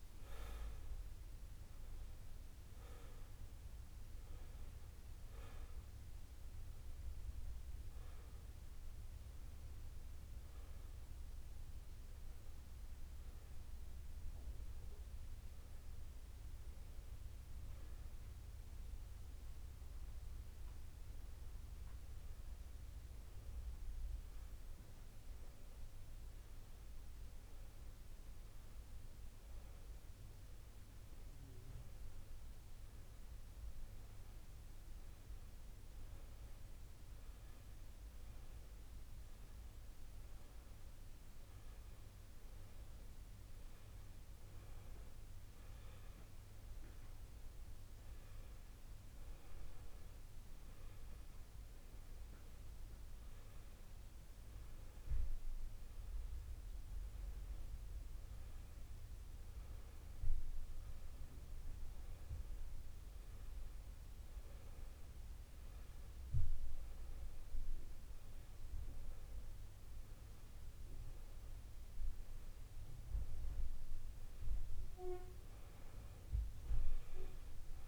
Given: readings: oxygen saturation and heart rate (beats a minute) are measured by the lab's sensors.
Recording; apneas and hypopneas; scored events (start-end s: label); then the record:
breathing in sleep, hard to hear, by a room microphone; 1
22.50-50.50 s: hypopnea (oxygen 99% before, 93% lowest, heart rate 62 before, 55 extreme, up 2 after)
23.50-77.88 s: new sleep stage, N2 (light sleep)
37.50-72.50 s: oxygen desaturation (device-marked, oxygen 98% before, 94% lowest, heart rate 56 before, 57 extreme)
54.00-58.00 s: arousal
From the record:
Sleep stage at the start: N1 (lightest sleep); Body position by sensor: on the back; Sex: male